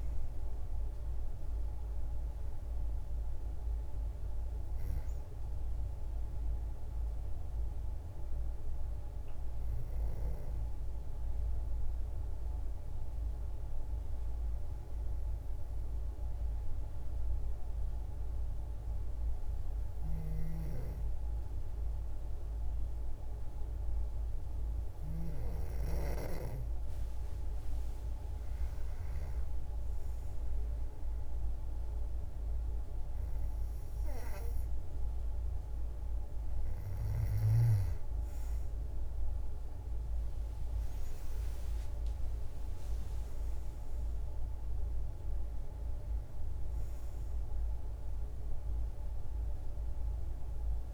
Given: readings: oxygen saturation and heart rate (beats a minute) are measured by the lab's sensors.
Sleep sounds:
breathing in sleep, hard to hear, by a room microphone; 1
10.00-24.50 s: hypopnea (oxygen 96% before, 89% lowest, heart rate 76 before, 54 extreme, up 1 after)
27.00-30.50 s: arousal
29.50-39.50 s: oxygen desaturation (device-marked, oxygen 96% before, 93% lowest, heart rate 64 before, 54 extreme)
45.50-50.94 s: oxygen desaturation (device-marked, oxygen 94% before, 89% lowest, heart rate 67 before, 54 extreme)
From the record:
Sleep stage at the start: N2 (light sleep); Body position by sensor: on the back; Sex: female

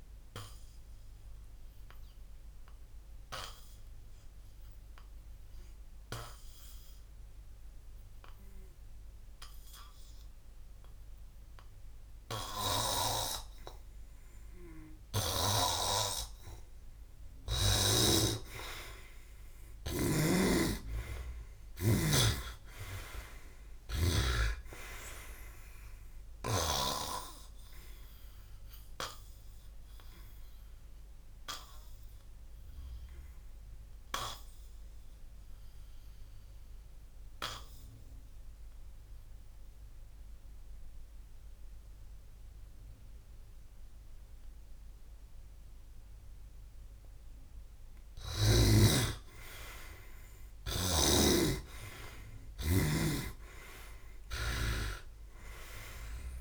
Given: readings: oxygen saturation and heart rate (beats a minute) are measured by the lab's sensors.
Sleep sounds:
breathing in sleep by a room microphone; 2
0.50-14.00 s: obstructive apnea (oxygen 94% before, 91% lowest, heart rate 68 before, 56 extreme, up 10 after)
12.50-23.50 s: oxygen desaturation (device-marked, oxygen 95% before, 91% lowest, heart rate 62 before, 56 extreme)
16.00-19.50 s: arousal
22.00-26.50 s: snoring (device-marked)
32.50-47.50 s: obstructive apnea (oxygen 99% before, 92% lowest, heart rate 65 before, 56 extreme, up 14 after)
49.50-56.41 s: oxygen desaturation (device-marked, oxygen 97% before, 92% lowest, heart rate 57 before, 56 extreme)
50.50-54.50 s: snoring (device-marked)
51.50-56.41 s: arousal
From the record:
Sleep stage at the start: N2 (light sleep); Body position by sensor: on the back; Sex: male

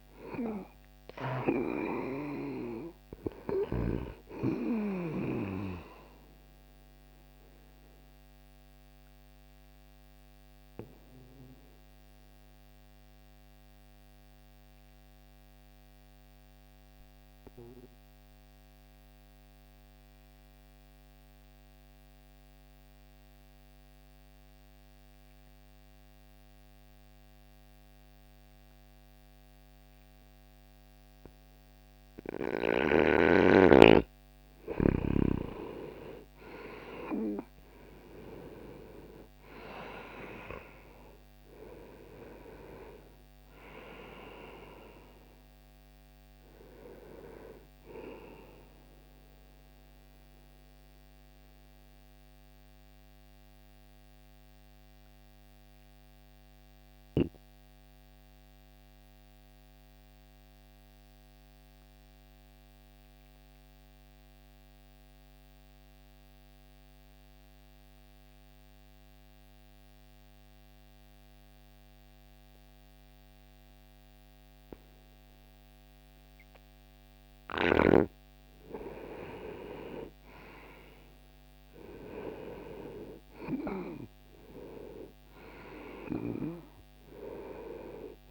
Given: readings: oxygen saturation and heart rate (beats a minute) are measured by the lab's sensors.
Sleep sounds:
breathing in sleep by a microphone on the trachea; 2
0.50-19.50 s: oxygen desaturation (device-marked, oxygen 98% before, 84% lowest)
5.50-33.50 s: obstructive apnea (oxygen 98% before, 79% lowest)
31.50-71.50 s: oxygen desaturation (device-marked, oxygen 98% before, 79% lowest)
35.00-39.50 s: arousal
48.50-77.00 s: mixed apnea (oxygen 98% before, 79% lowest)
76.50-88.31 s: oxygen desaturation (device-marked, oxygen 99% before, 83% lowest)
78.50-82.50 s: arousal
From the record:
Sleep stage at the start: N2 (light sleep); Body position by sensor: on the back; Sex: male

